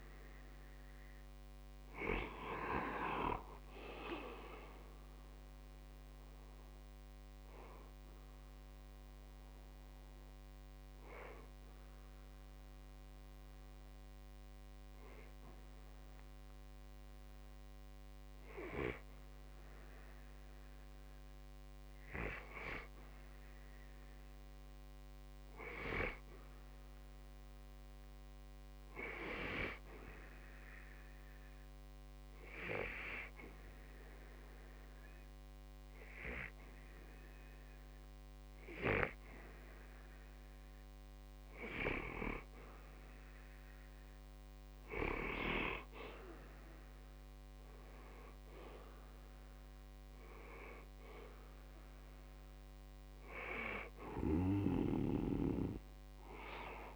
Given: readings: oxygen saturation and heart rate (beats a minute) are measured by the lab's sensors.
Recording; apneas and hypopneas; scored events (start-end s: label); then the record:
breathing in sleep by a microphone on the trachea; 2
7.50-19.00 s: hypopnea (oxygen 95% before, 89% lowest, heart rate 62 before, 60 extreme, up 5 after)
21.50-24.50 s: arousal
30.00-41.00 s: obstructive apnea (oxygen 97% before, 89% lowest, heart rate 62 before, 60 extreme, up 0 after)
38.50-56.96 s: oxygen desaturation (device-marked, oxygen 97% before, 89% lowest, heart rate 61 before, 60 extreme)
43.50-47.00 s: arousal
From the record:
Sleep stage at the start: N2 (light sleep); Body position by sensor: on the back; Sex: male